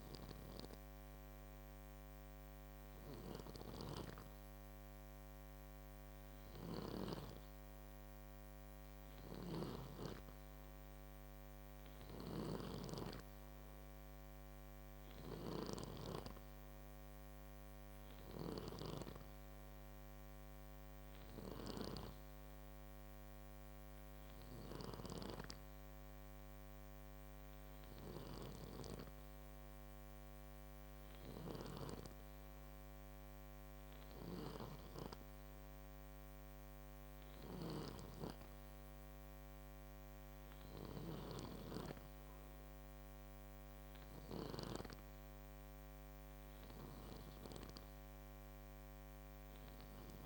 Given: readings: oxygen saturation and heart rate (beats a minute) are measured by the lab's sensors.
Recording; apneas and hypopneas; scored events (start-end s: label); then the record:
breathing in sleep by a microphone on the trachea; none
3.00-9.50 s: snoring (device-marked)
11.50-44.50 s: snoring (device-marked)
From the record:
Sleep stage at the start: N2 (light sleep); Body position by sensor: on the back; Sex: male